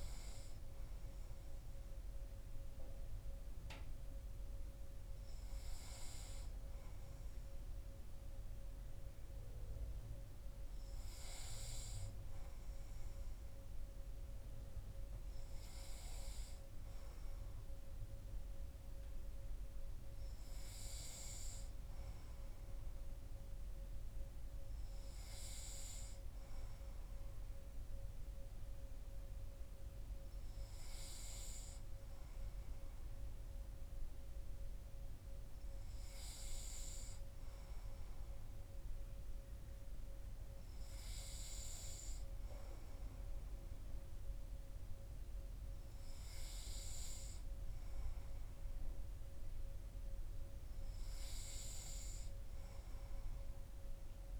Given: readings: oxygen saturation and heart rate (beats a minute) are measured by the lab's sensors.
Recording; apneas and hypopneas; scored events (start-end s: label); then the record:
breathing in sleep, hard to hear, by a room microphone; none
none scored
From the record:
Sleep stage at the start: N2 (light sleep); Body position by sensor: on the back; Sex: male